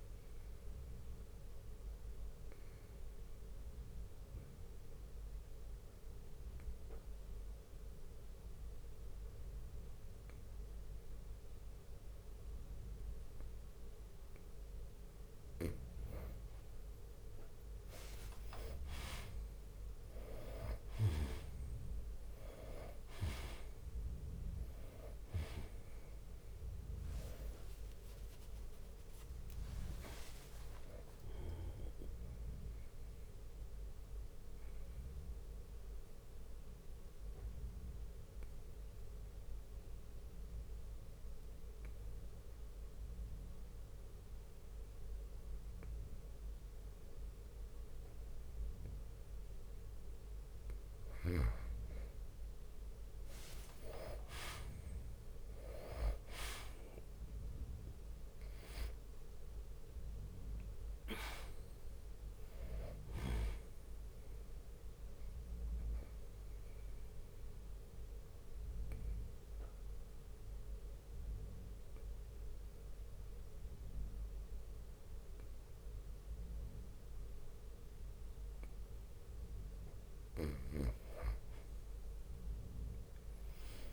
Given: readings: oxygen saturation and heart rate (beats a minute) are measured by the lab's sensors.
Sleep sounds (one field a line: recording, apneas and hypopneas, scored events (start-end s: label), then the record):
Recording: breathing in sleep by a room microphone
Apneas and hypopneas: 3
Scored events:
0.00-12.00 s: oxygen desaturation (device-marked, oxygen 87% lowest, heart rate 52 extreme)
1.00-14.50 s: obstructive apnea (oxygen 97% before, 87% lowest, heart rate 69 before, 52 extreme, up 15 after)
7.00-15.00 s: bradycardia (device-marked, heart rate 67 before, 52 extreme)
16.50-22.50 s: arousal
19.00-33.00 s: drop in pulse transit time (device-marked, heart rate 59 before, 62 extreme)
23.00-45.00 s: oxygen desaturation (device-marked, oxygen 98% before, 90% lowest, heart rate 59 before, 59 extreme)
34.00-50.50 s: obstructive apnea (oxygen 98% before, 88% lowest, heart rate 65 before, 59 extreme, up 8 after)
41.00-48.00 s: bradycardia (device-marked, heart rate 66 before, 59 extreme)
54.00-59.50 s: arousal
54.00-67.00 s: drop in pulse transit time (device-marked, heart rate 61 before, 62 extreme)
54.00-81.00 s: oxygen desaturation (device-marked, oxygen 97% before, 88% lowest, heart rate 61 before, 58 extreme)
65.50-79.00 s: obstructive apnea (oxygen 97% before, 88% lowest, heart rate 64 before, 58 extreme, up 5 after)
72.00-79.00 s: bradycardia (device-marked, heart rate 67 before, 58 extreme)
From the record:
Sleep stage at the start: N2 (light sleep)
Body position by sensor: on the back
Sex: male